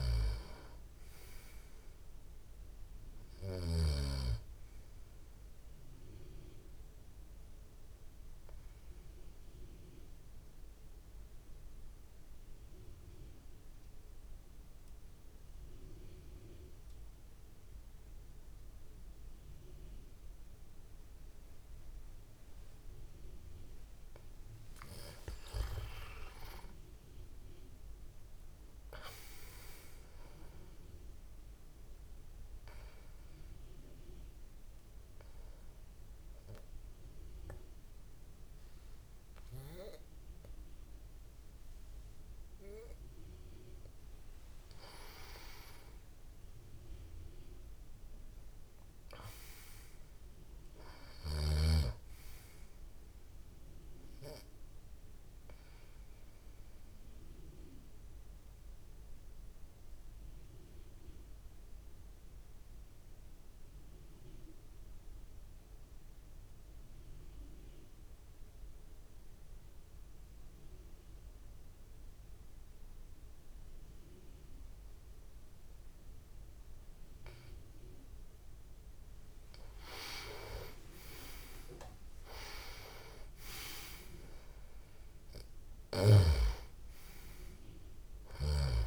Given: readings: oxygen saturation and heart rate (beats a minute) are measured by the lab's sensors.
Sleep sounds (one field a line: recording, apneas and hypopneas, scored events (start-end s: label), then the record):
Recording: breathing in sleep by a room microphone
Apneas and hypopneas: 3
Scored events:
0.00-4.00 s: snoring (device-marked)
0.00-16.50 s: oxygen desaturation (device-marked, oxygen 89% lowest)
7.00-23.00 s: obstructive apnea (oxygen 98% before, 89% lowest)
24.00-28.50 s: arousal
31.50-49.50 s: oxygen desaturation (device-marked, oxygen 98% before, 93% lowest)
32.00-43.00 s: obstructive apnea (oxygen 98% before, 89% lowest)
46.00-50.50 s: arousal
55.00-78.50 s: obstructive apnea (oxygen 97% before, 89% lowest)
80.50-88.87 s: oxygen desaturation (device-marked, oxygen 97% before, 89% lowest)
From the record:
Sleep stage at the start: N2 (light sleep)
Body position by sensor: on the back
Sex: male